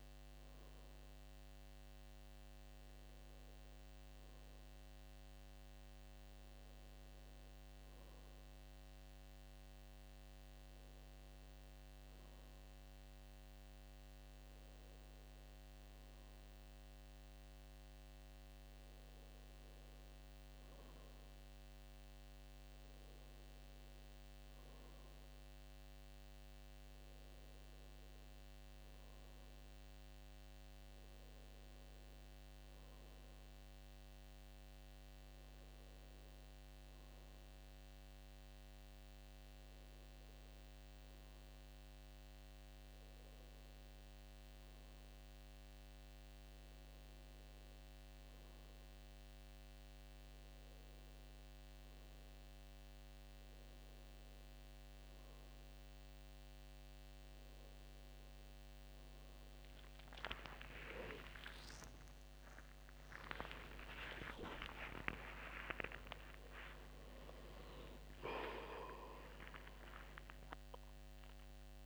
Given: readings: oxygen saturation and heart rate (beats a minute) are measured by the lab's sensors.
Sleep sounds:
breathing in sleep by a microphone on the trachea; none
17.00-34.00 s: oxygen desaturation (device-marked, oxygen 98% before, 94% lowest, heart rate 68 before, 71 extreme)
64.00-71.86 s: new sleep stage, awake
From the record:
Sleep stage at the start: N1 (lightest sleep); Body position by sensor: on the back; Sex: male

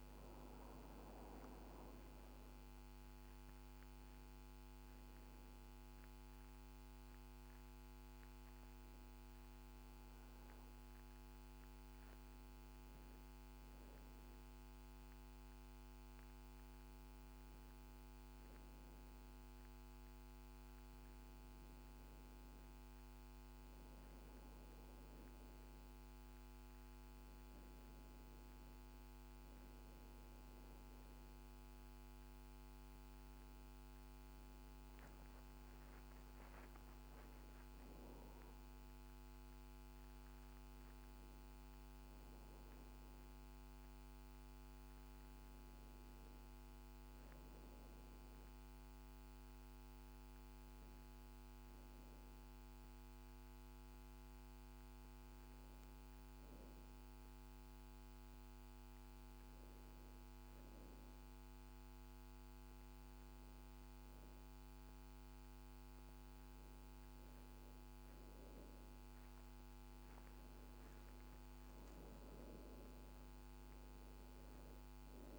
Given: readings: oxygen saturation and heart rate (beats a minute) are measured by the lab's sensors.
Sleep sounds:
breathing in sleep, hard to hear, by a microphone on the trachea; 1
33.00-38.50 s: arousal
52.00-66.00 s: hypopnea (oxygen 97% before, 92% lowest, heart rate 61 before, 55 extreme, up 12 after)
69.00-74.50 s: arousal
74.00-75.39 s: oxygen desaturation (device-marked, oxygen 96% before, 92% lowest, heart rate 58 before, 53 extreme)
From the record:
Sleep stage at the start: N1 (lightest sleep); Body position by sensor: on the back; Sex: female

